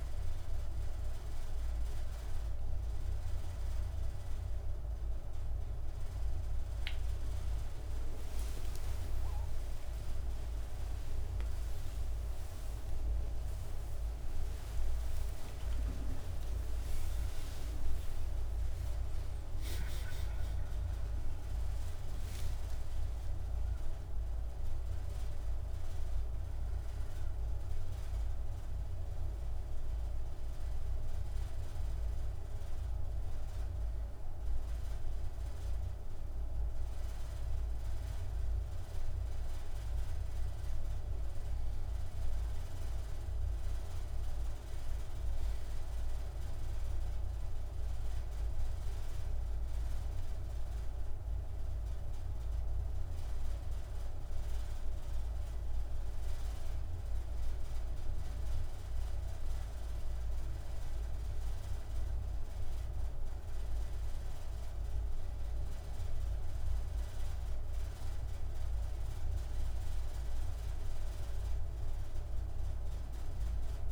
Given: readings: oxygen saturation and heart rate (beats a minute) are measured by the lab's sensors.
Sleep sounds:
a person awake in a sleep study, hard to hear, by a room microphone; none
none scored
From the record:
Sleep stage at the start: awake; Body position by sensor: on the right side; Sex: male

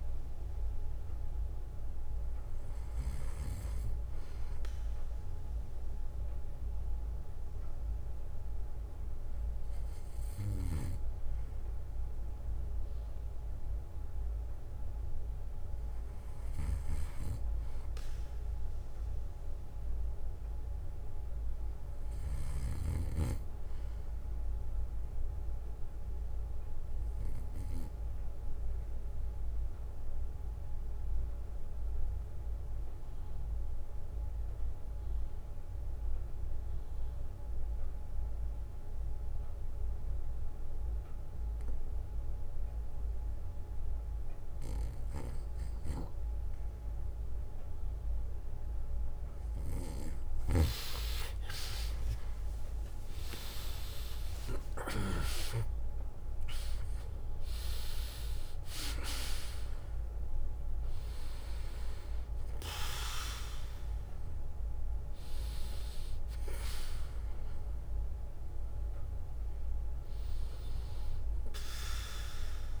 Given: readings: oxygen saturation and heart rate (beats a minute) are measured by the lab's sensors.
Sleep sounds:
breathing in sleep by a room microphone; 1
5.00-22.00 s: oxygen desaturation (device-marked, oxygen 92% before, 89% lowest, heart rate 66 before, 53 extreme)
11.00-14.00 s: bradycardia (device-marked, heart rate 63 before, 60 extreme)
20.50-24.00 s: arousal
26.00-48.00 s: obstructive apnea (oxygen 98% before, 90% lowest, heart rate 63 before, 53 extreme, up 34 after)
36.00-44.00 s: bradycardia (device-marked, heart rate 63 before, 53 extreme)
51.00-57.00 s: arousal
From the record:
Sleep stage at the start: REM sleep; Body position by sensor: on the back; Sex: male

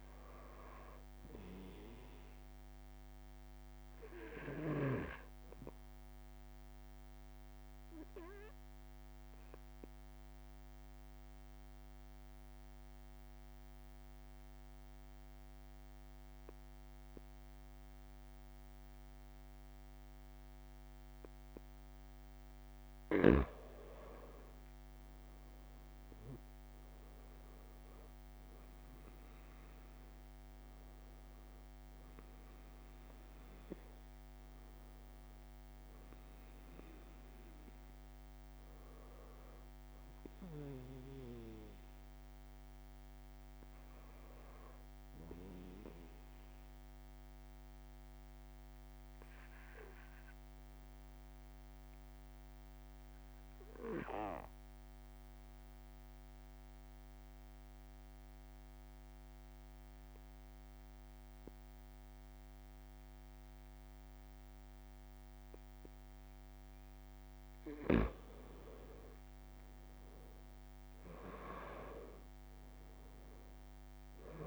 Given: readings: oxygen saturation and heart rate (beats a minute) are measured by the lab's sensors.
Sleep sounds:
breathing in sleep by a microphone on the trachea; 2
0.00-17.00 s: oxygen desaturation (device-marked, oxygen 91% lowest)
6.00-22.50 s: obstructive apnea (oxygen 95% before, 91% lowest)
25.00-29.50 s: arousal
26.00-28.00 s: long interval between heartbeats (device-marked)
46.50-66.00 s: obstructive apnea (oxygen 96% before, 92% lowest)
48.00-74.47 s: new sleep stage, N2 (light sleep)
48.50-50.50 s: long interval between heartbeats (device-marked)
52.50-54.50 s: long interval between heartbeats (device-marked)
58.00-60.00 s: long interval between heartbeats (device-marked)
67.00-69.00 s: long interval between heartbeats (device-marked)
69.50-74.00 s: arousal
From the record:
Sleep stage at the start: REM sleep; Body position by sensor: on the back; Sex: male

